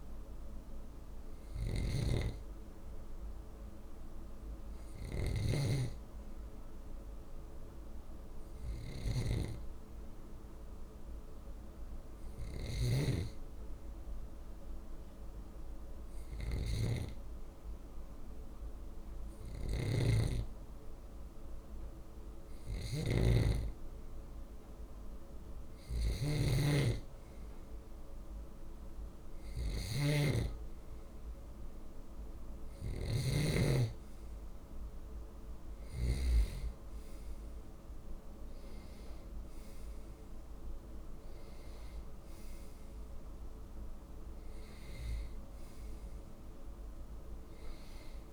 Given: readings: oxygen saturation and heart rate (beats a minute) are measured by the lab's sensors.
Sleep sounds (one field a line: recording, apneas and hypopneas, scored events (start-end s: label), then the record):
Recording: breathing in sleep by a room microphone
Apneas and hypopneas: 1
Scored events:
0.00-36.00 s: snoring (device-marked)
1.00-24.50 s: hypopnea (oxygen 95% before, 93% lowest, heart rate 188 before, 107 extreme, up 50 after)
25.00-28.00 s: arousal
From the record:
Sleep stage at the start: N2 (light sleep)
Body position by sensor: on the left side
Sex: male